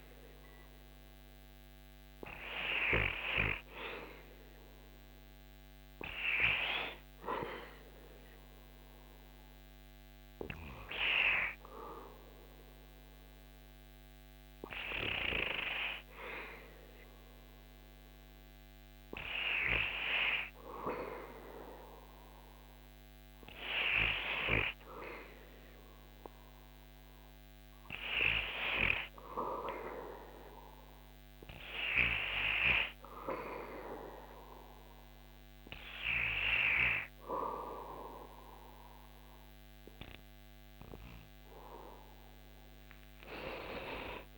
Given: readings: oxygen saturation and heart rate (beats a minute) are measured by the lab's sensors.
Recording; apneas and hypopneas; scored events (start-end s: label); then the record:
breathing in sleep by a microphone on the trachea; none
none scored
From the record:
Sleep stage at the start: N2 (light sleep); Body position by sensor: on the back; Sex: male